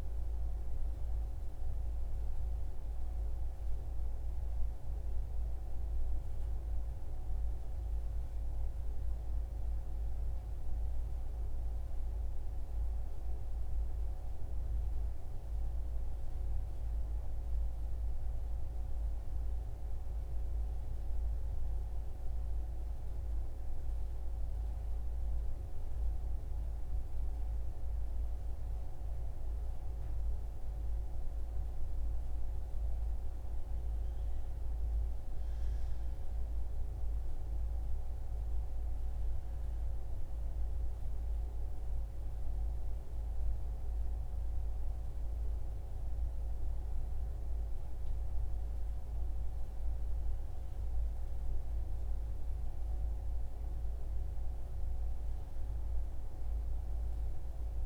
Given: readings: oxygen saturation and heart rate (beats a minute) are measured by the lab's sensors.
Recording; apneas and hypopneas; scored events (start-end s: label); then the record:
breathing in sleep, hard to hear, by a room microphone; 1
0.50-15.50 s: central apnea (oxygen 95% before, 93% lowest, heart rate 68 before, 63 extreme, up 2 after)
18.00-21.50 s: arousal
38.00-51.00 s: oxygen desaturation (device-marked, oxygen 97% before, 94% lowest, heart rate 64 before, 63 extreme)
From the record:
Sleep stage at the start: N2 (light sleep); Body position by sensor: on the right side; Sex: male